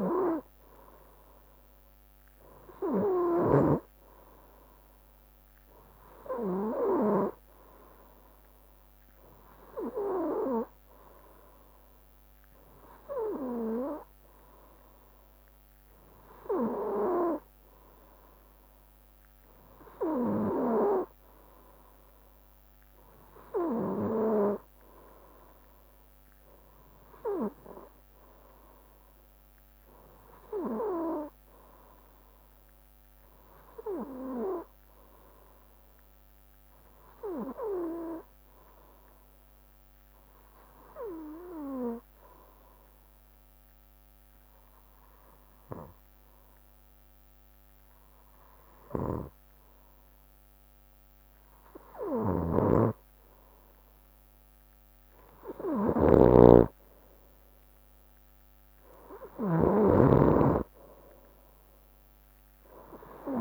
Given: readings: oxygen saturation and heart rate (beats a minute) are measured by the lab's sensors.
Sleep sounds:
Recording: breathing in sleep by a microphone on the trachea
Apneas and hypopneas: 1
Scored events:
41.00-51.50 s: hypopnea (oxygen 95% before, 93% lowest, heart rate 66 before, 65 extreme, up 1 after)
48.50-63.41 s: snoring (device-marked)
From the record:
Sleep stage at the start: N3 (deep sleep)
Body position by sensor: on the right side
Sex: male

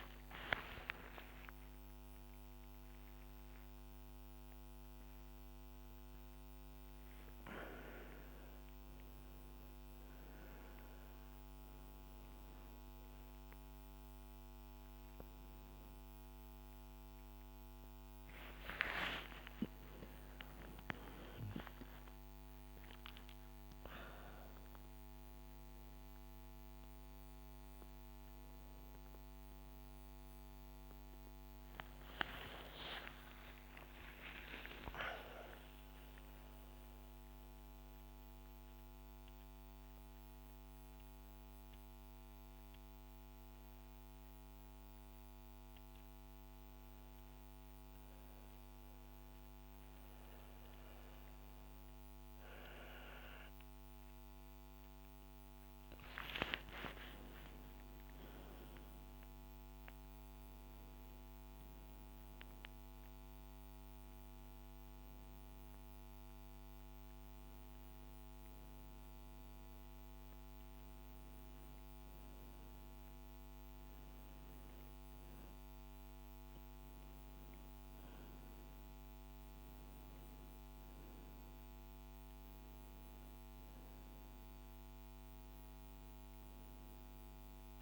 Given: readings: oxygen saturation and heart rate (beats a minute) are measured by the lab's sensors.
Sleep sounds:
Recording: a person awake in a sleep study, by a microphone on the trachea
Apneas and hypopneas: none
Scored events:
82.00-87.82 s: oxygen desaturation (device-marked, oxygen 99% before, 96% lowest, heart rate 75 before, 77 extreme)
From the record:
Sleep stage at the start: awake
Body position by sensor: on the back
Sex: female

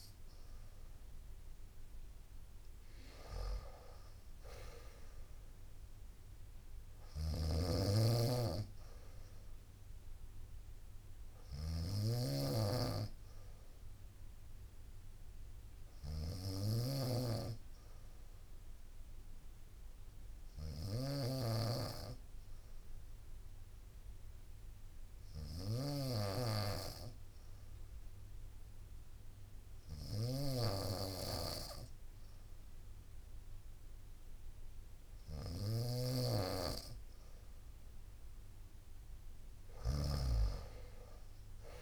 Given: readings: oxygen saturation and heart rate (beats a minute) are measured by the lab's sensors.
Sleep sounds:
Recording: breathing in sleep by a room microphone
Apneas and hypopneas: 1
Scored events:
1.00-14.00 s: drop in pulse transit time (device-marked, heart rate 62 before, 62 extreme)
6.50-41.82 s: snoring (device-marked)
20.00-36.50 s: hypopnea (oxygen 95% before, 93% lowest, heart rate 62 before, 61 extreme, up 1 after)
34.00-41.82 s: drop in pulse transit time (device-marked, heart rate 61 before, 61 extreme)
40.50-41.82 s: arousal
From the record:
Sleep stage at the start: N2 (light sleep)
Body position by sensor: on the right side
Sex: female

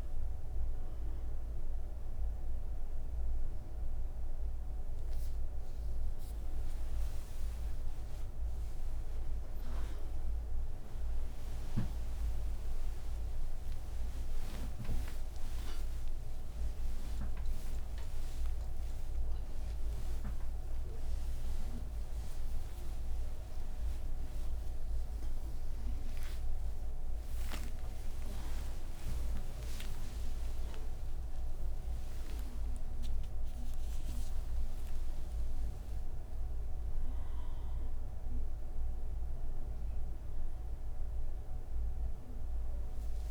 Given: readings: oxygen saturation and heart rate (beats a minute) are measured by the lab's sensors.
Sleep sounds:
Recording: breathing in sleep, hard to hear, by a room microphone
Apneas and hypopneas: none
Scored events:
none scored
From the record:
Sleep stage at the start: N1 (lightest sleep)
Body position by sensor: on the back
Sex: female

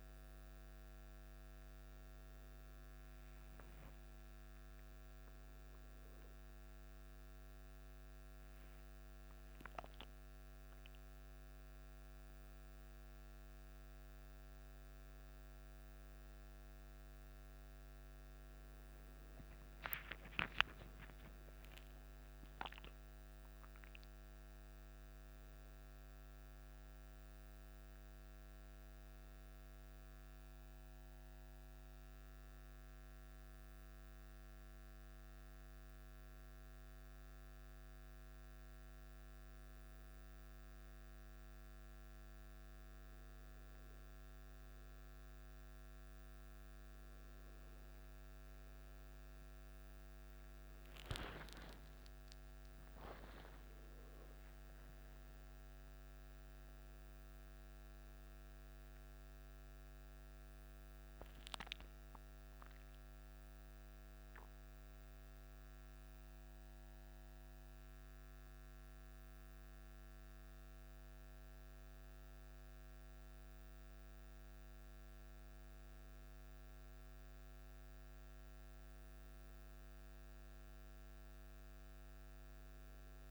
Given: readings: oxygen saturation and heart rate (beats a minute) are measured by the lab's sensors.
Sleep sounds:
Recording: a person partly awake in a sleep study, hard to hear, by a microphone on the trachea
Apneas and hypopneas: none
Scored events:
6.00-11.50 s: arousal
48.50-78.50 s: new sleep stage, awake
78.50-83.31 s: new sleep stage, N1 (lightest sleep)
From the record:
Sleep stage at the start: N1 (lightest sleep)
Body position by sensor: on the back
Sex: male

